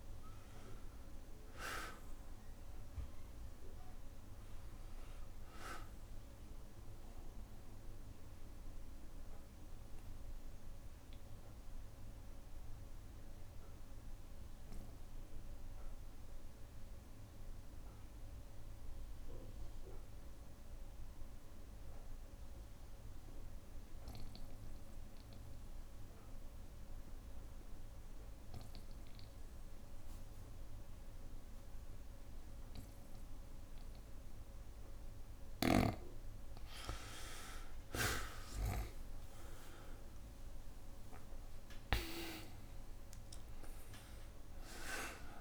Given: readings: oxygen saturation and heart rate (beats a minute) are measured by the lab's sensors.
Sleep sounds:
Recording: breathing in sleep by a room microphone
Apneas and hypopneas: 1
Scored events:
0.00-1.50 s: arousal
3.00-19.00 s: oxygen desaturation (device-marked, oxygen 98% before, 93% lowest, heart rate 62 before, 60 extreme)
8.50-34.00 s: obstructive apnea (oxygen 98% before, 88% lowest, heart rate 63 before, 60 extreme, up 4 after)
30.00-45.41 s: oxygen desaturation (device-marked, oxygen 98% before, 88% lowest, heart rate 61 before, 60 extreme)
37.00-42.00 s: arousal
From the record:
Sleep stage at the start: N2 (light sleep)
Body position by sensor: on the back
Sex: male

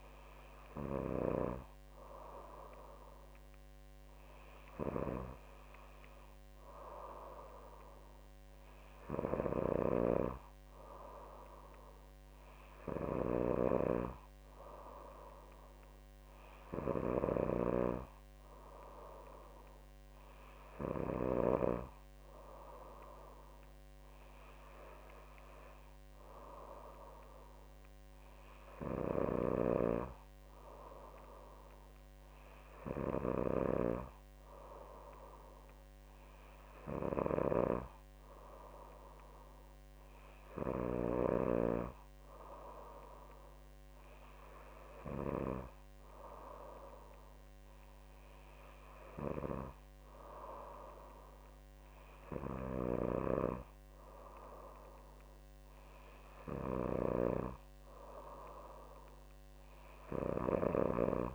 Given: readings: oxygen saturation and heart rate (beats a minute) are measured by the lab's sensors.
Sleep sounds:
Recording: breathing in sleep by a microphone on the trachea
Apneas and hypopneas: none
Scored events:
9.50-17.50 s: snoring (device-marked)
From the record:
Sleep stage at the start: N3 (deep sleep)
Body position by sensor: on the back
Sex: female

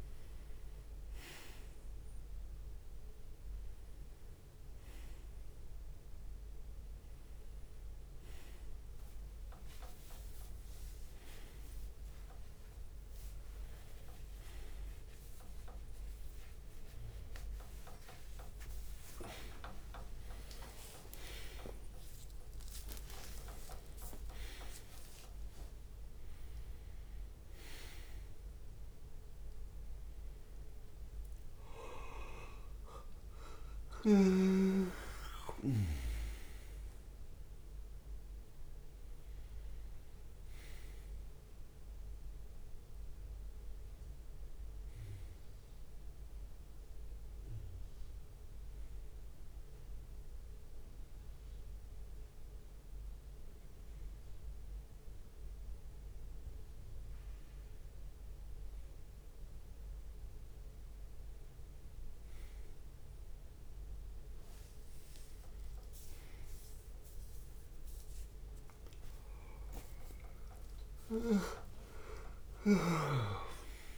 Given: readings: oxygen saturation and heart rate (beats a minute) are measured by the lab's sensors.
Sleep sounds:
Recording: a person awake in a sleep study, by a room microphone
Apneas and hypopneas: none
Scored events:
0.00-8.00 s: drop in pulse transit time (device-marked)
0.00-8.00 s: oxygen desaturation (device-marked, oxygen 93% lowest)
0.00-20.00 s: bradycardia (device-marked)
3.00-5.00 s: long interval between heartbeats (device-marked)
6.50-8.50 s: long interval between heartbeats (device-marked)
10.00-11.00 s: leg movement (device-marked)
10.50-12.50 s: long interval between heartbeats (device-marked, heart rate 66 before, 32 extreme)
13.50-15.50 s: leg movement (device-marked)
17.00-22.00 s: leg movement (device-marked)
18.00-20.00 s: long interval between heartbeats (device-marked)
21.00-31.00 s: drop in pulse transit time (device-marked)
23.00-25.00 s: long interval between heartbeats (device-marked)
23.00-27.00 s: leg movement (device-marked)
26.00-28.00 s: long interval between heartbeats (device-marked, heart rate 36 before, 91 extreme)
30.00-32.00 s: long interval between heartbeats (device-marked, heart rate 51 before, 94 extreme)
32.00-35.00 s: bradycardia (device-marked, heart rate 80 before, 65 extreme)
33.50-35.50 s: leg movement (device-marked)
37.00-38.00 s: leg movement (device-marked)
38.50-40.50 s: long interval between heartbeats (device-marked, heart rate 68 before, 65 extreme)
43.00-45.00 s: long interval between heartbeats (device-marked, heart rate 75 before, 74 extreme)
43.00-58.00 s: bradycardia (device-marked, heart rate 80 before, 35 extreme)
43.00-61.00 s: drop in pulse transit time (device-marked, heart rate 75 before, 35 extreme)
49.00-51.00 s: long interval between heartbeats (device-marked, heart rate 67 before, 40 extreme)
52.50-54.50 s: long interval between heartbeats (device-marked, heart rate 58 before, 48 extreme)
56.50-58.50 s: long interval between heartbeats (device-marked, heart rate 54 before, 48 extreme)
61.00-63.00 s: long interval between heartbeats (device-marked, heart rate 52 before, 67 extreme)
63.50-65.50 s: long interval between heartbeats (device-marked, heart rate 52 before, 68 extreme)
64.50-66.00 s: leg movement (device-marked)
65.00-73.98 s: bradycardia (device-marked)
66.50-68.50 s: long interval between heartbeats (device-marked, heart rate 50 before, 79 extreme)
70.00-72.00 s: long interval between heartbeats (device-marked, heart rate 56 before, 55 extreme)
72.50-73.98 s: leg movement (device-marked)
From the record:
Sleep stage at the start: awake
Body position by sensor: on the right side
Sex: male

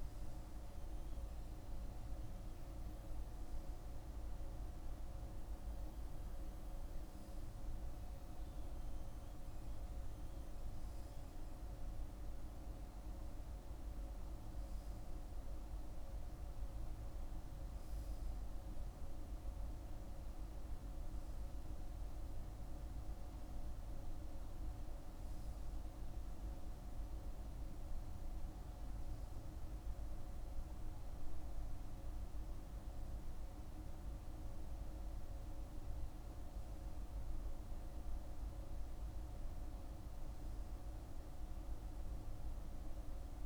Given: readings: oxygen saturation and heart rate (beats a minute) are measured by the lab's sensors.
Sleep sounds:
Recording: breathing in sleep, hard to hear, by a room microphone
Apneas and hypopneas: none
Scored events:
5.50-35.50 s: new sleep stage, N3 (deep sleep)
35.50-43.46 s: new sleep stage, N2 (light sleep)
From the record:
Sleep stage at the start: N2 (light sleep)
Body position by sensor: on the right side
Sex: male

